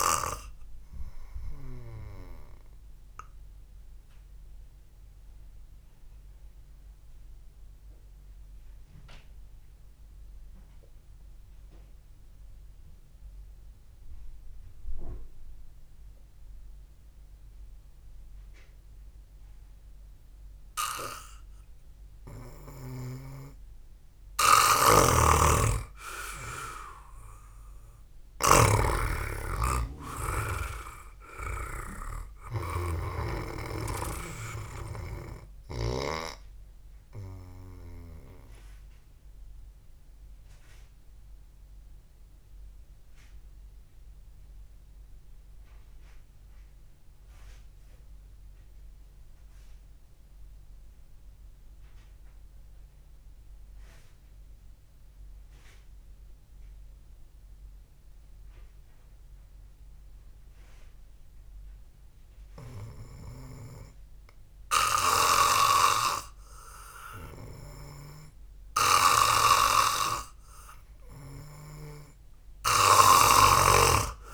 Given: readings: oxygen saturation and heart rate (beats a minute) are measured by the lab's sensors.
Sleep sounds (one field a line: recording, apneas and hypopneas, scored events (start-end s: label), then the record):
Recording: breathing in sleep by a room microphone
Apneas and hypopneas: 2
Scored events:
3.00-24.00 s: obstructive apnea (oxygen 95% before, 89% lowest, heart rate 57 before, 52 extreme)
14.00-21.00 s: oxygen desaturation (device-marked, oxygen 93% before, 89% lowest, heart rate 58 before, 52 extreme)
25.50-37.00 s: snoring (device-marked)
27.50-32.00 s: arousal
41.00-64.50 s: mixed apnea (oxygen 97% before, 89% lowest, heart rate 58 before, 50 extreme)
50.00-58.00 s: oxygen desaturation (device-marked, oxygen 93% before, 89% lowest, heart rate 59 before, 50 extreme)
69.50-73.00 s: arousal
From the record:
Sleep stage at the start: N2 (light sleep)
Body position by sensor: on the back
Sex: male